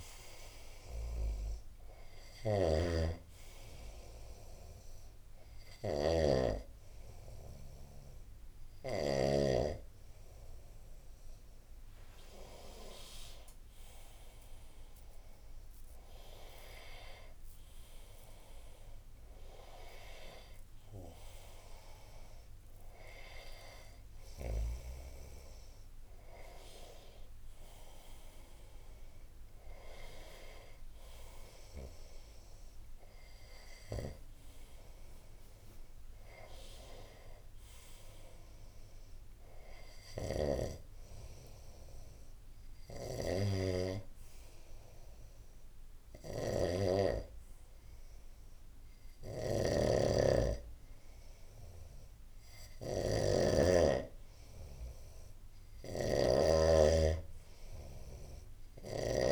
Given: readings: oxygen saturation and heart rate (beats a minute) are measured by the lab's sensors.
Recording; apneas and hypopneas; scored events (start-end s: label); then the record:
breathing in sleep by a room microphone; 2
0.00-9.00 s: snoring (device-marked)
2.50-12.50 s: hypopnea (oxygen 97% before, 93% lowest, heart rate 78 before, 69 extreme, up 21 after)
14.50-17.50 s: arousal
39.50-59.32 s: snoring (device-marked)
42.00-55.00 s: hypopnea (oxygen 98% before, 93% lowest, heart rate 80 before, 72 extreme, up 8 after)
57.50-59.32 s: oxygen desaturation (device-marked, oxygen 96% before, 93% lowest, heart rate 78 before, 72 extreme)
From the record:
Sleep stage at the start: N2 (light sleep); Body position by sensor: on the right side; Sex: male